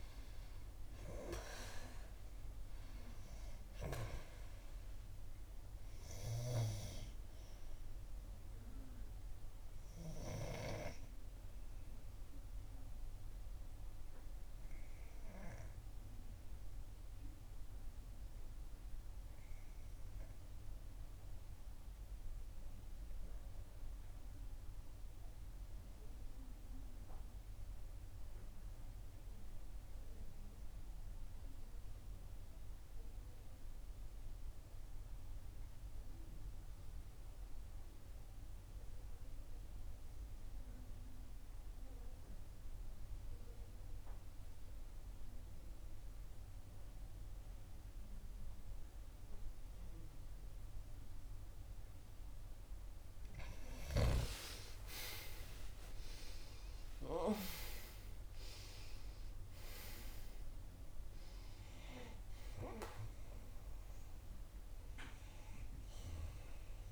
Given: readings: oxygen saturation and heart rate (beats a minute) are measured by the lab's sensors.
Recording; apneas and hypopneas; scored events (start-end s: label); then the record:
breathing in sleep by a room microphone; 1
0.00-19.00 s: oxygen desaturation (device-marked, oxygen 90% lowest, heart rate 61 extreme)
12.50-52.00 s: obstructive apnea (oxygen 96% before, 84% lowest, heart rate 67 before, 61 extreme, up 6 after)
38.00-66.92 s: oxygen desaturation (device-marked, oxygen 96% before, 84% lowest, heart rate 62 before, 62 extreme)
54.50-58.00 s: arousal
From the record:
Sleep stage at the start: N2 (light sleep); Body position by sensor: on the back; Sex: female